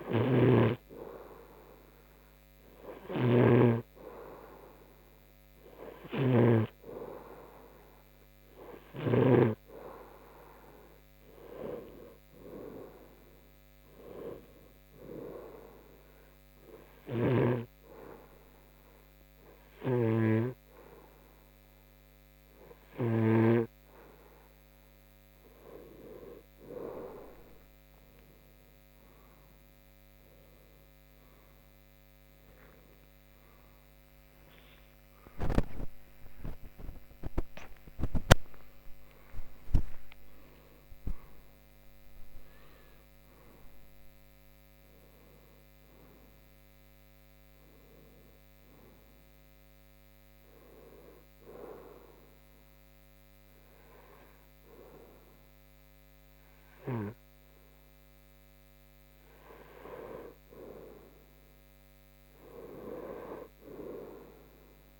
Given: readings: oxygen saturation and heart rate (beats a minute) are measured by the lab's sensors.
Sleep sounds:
breathing in sleep by a microphone on the trachea; 2
15.50-26.50 s: hypopnea (oxygen 93% before, 91% lowest, heart rate 79 before, 76 extreme, up 9 after)
16.50-65.00 s: new sleep stage, N1 (lightest sleep)
33.50-39.50 s: arousal
50.00-60.00 s: hypopnea (oxygen 93% before, 91% lowest, heart rate 88 before, 72 extreme, up 2 after)
63.00-65.00 s: arousal
From the record:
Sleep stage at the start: N2 (light sleep); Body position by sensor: on the front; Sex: male

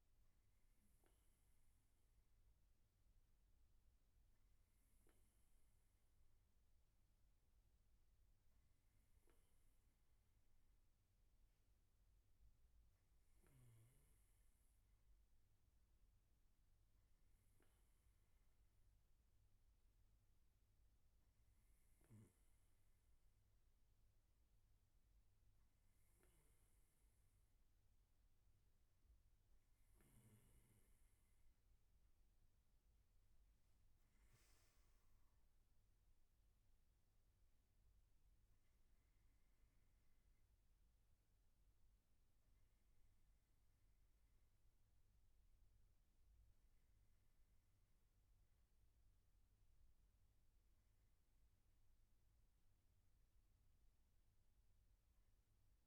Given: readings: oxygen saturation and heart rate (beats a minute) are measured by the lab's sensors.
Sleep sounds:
breathing in sleep, hard to hear, by a room microphone; none
21.00-55.87 s: new sleep stage, N2 (light sleep)
From the record:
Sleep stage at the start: N1 (lightest sleep); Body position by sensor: on the right side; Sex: male

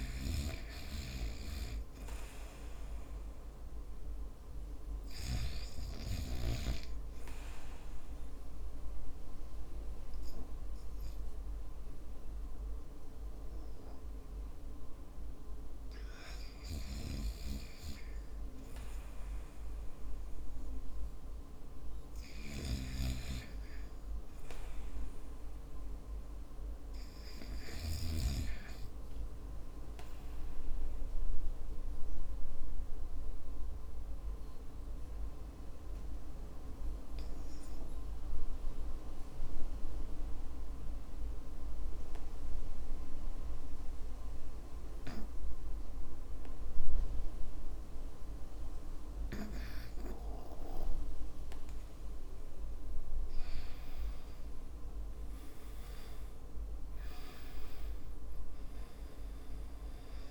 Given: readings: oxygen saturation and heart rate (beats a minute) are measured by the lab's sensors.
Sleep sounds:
breathing in sleep by a room microphone; 1
4.00-33.00 s: oxygen desaturation (device-marked, oxygen 97% before, 88% lowest, heart rate 56 before, 52 extreme)
29.50-50.50 s: obstructive apnea (oxygen 96% before, 94% lowest, heart rate 56 before, 54 extreme, up 16 after)
53.50-57.50 s: arousal
From the record:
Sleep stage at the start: REM sleep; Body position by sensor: on the back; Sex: male

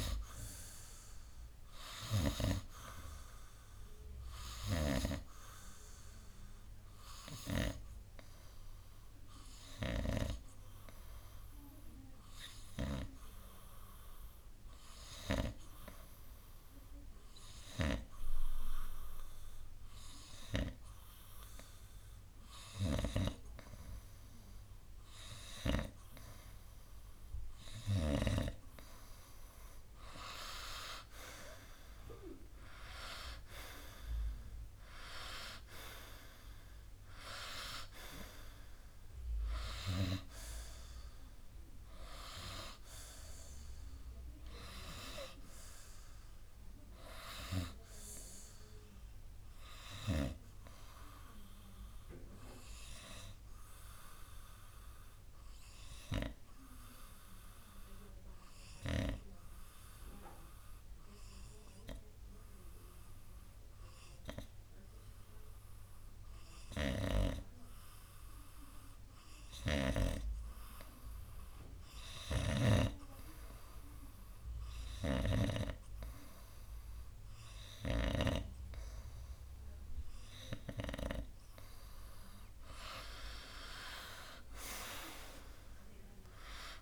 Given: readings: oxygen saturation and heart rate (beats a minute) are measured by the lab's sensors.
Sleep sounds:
breathing in sleep by a room microphone; 2
5.50-23.50 s: obstructive apnea (oxygen 97% before, 93% lowest, heart rate 63 before, 62 extreme, up 2 after)
11.50-22.50 s: oxygen desaturation (device-marked, oxygen 96% before, 93% lowest, heart rate 65 before, 62 extreme)
33.00-36.50 s: arousal
53.50-71.00 s: obstructive apnea (oxygen 95% before, 91% lowest, heart rate 66 before, 56 extreme, up 4 after)
69.50-73.00 s: snoring (device-marked)
81.50-85.00 s: arousal
83.50-86.82 s: oxygen desaturation (device-marked, oxygen 97% before, 91% lowest, heart rate 62 before, 58 extreme)
From the record:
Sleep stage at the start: N2 (light sleep); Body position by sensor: on the right side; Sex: male

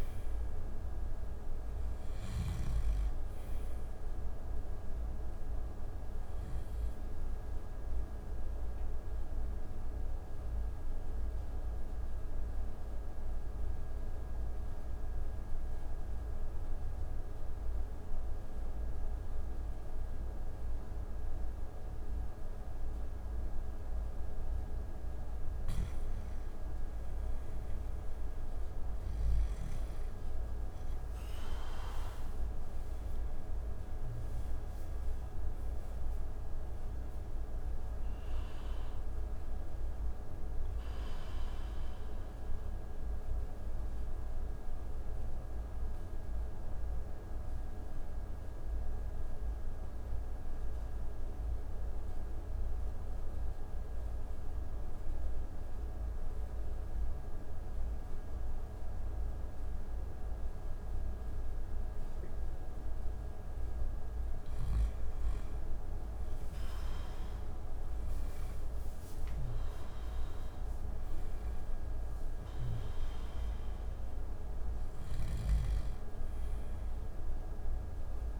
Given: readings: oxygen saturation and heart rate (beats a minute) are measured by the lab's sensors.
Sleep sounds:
breathing in sleep, hard to hear, by a room microphone; 2
0.50-18.50 s: oxygen desaturation (device-marked, oxygen 98% before, 92% lowest)
5.50-23.50 s: obstructive apnea (oxygen 98% before, 92% lowest)
27.00-30.50 s: arousal
41.50-60.50 s: oxygen desaturation (device-marked, oxygen 97% before, 93% lowest)
43.00-62.00 s: mixed apnea (oxygen 98% before, 91% lowest)
64.50-70.00 s: arousal
72.50-78.40 s: oxygen desaturation (device-marked, oxygen 97% before, 91% lowest)
From the record:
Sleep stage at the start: N2 (light sleep); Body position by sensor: on the back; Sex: male

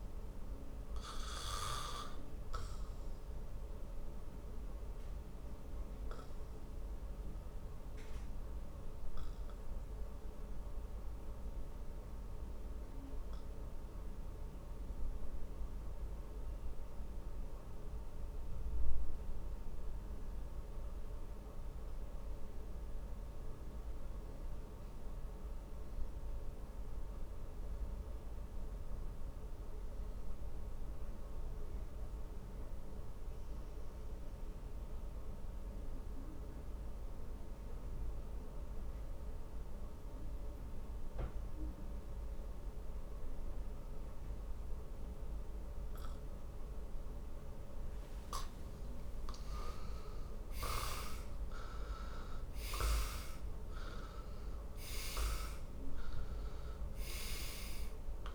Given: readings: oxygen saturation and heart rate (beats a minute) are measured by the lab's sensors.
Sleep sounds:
breathing in sleep by a room microphone; 1
1.00-46.00 s: obstructive apnea (oxygen 96% before, 76% lowest, heart rate 61 before, 48 extreme, up 18 after)
15.50-33.50 s: oxygen desaturation (device-marked, oxygen 95% before, 81% lowest, heart rate 57 before, 49 extreme)
48.50-53.00 s: arousal
50.50-58.35 s: oxygen desaturation (device-marked, oxygen 98% before, 76% lowest, heart rate 52 before, 49 extreme)
From the record:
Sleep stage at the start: N2 (light sleep); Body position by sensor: on the back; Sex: male

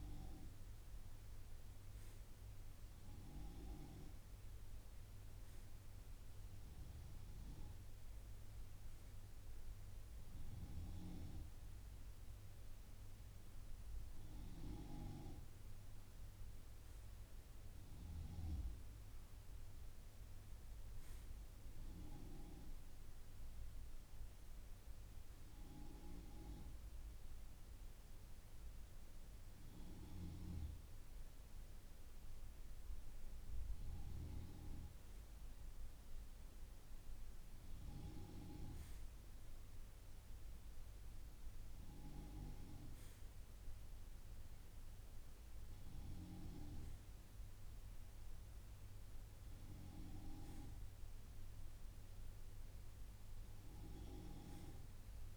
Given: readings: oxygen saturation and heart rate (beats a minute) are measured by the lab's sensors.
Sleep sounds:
breathing in sleep by a room microphone; none
none scored
From the record:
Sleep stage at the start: N2 (light sleep); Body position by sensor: on the right side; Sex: male

